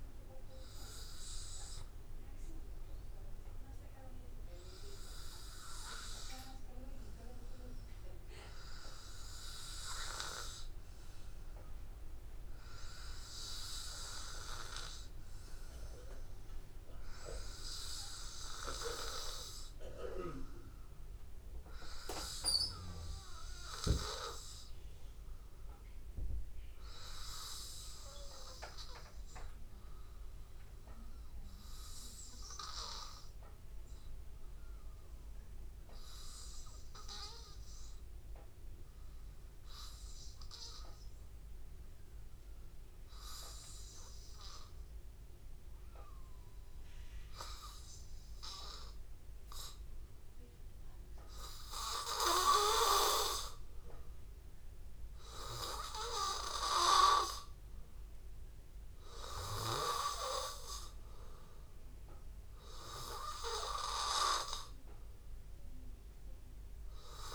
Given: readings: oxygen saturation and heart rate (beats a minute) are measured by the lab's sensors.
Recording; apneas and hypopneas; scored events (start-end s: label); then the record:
breathing in sleep by a room microphone; 1
1.50-6.00 s: arousal
11.00-33.50 s: obstructive apnea (oxygen 97% before, 91% lowest, heart rate 79 before, 77 extreme, up 1 after)
38.00-42.00 s: arousal
48.50-67.35 s: oxygen desaturation (device-marked, oxygen 95% before, 91% lowest, heart rate 78 before, 78 extreme)
From the record:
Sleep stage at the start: N2 (light sleep); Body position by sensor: on the back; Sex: male